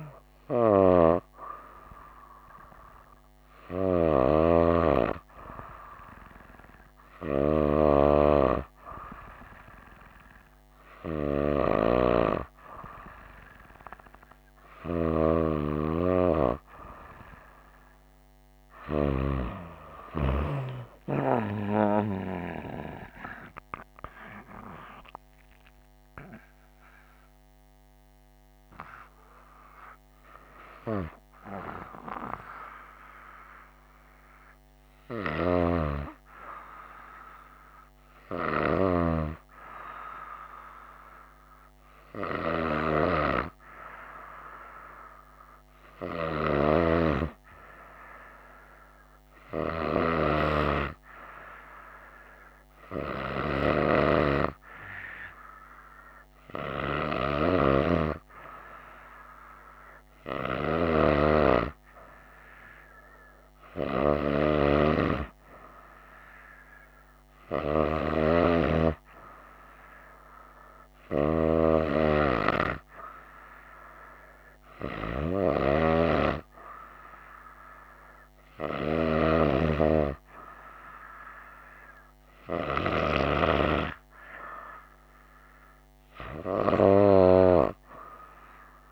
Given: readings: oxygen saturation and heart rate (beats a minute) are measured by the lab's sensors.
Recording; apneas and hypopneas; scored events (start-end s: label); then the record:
breathing in sleep by a microphone on the trachea; none
23.50-27.50 s: arousal
From the record:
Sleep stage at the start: N2 (light sleep); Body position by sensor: on the right side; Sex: female